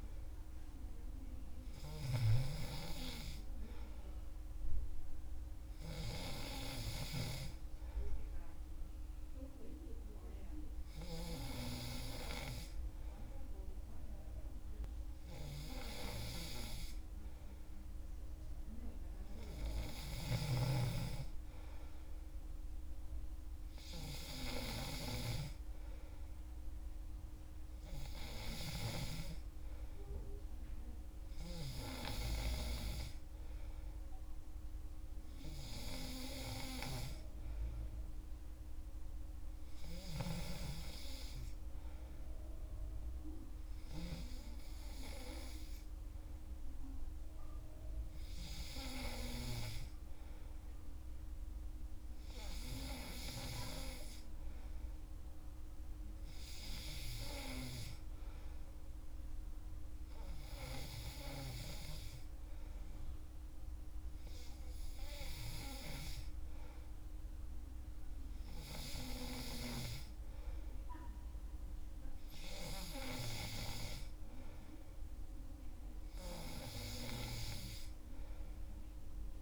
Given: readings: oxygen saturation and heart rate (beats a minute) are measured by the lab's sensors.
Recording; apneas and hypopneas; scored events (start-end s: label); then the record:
breathing in sleep by a room microphone; none
none scored
From the record:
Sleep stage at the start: N3 (deep sleep); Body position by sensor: on the back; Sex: male